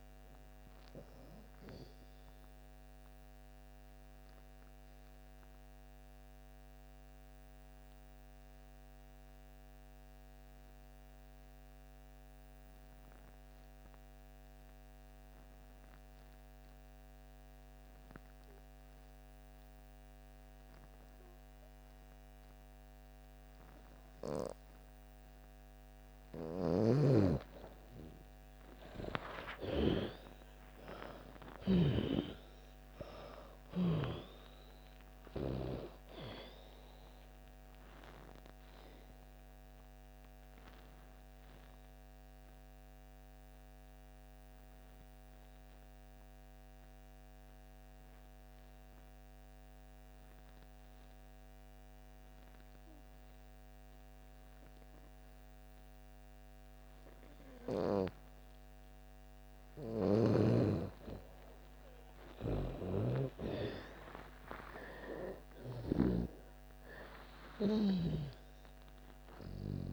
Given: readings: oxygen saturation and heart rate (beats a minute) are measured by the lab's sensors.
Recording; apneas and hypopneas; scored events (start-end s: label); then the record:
breathing in sleep by a microphone on the trachea; 2
0.00-20.50 s: oxygen desaturation (device-marked, oxygen 81% lowest)
1.50-26.00 s: obstructive apnea (oxygen 97% before, 81% lowest)
22.50-50.50 s: oxygen desaturation (device-marked, oxygen 98% before, 81% lowest)
26.00-31.50 s: snoring (device-marked)
28.00-33.00 s: arousal
38.50-60.50 s: obstructive apnea (oxygen 98% before, 81% lowest)
57.50-69.92 s: oxygen desaturation (device-marked, oxygen 98% before, 84% lowest)
59.50-66.00 s: snoring (device-marked)
62.00-67.00 s: arousal
From the record:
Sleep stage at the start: N2 (light sleep); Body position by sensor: on the back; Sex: female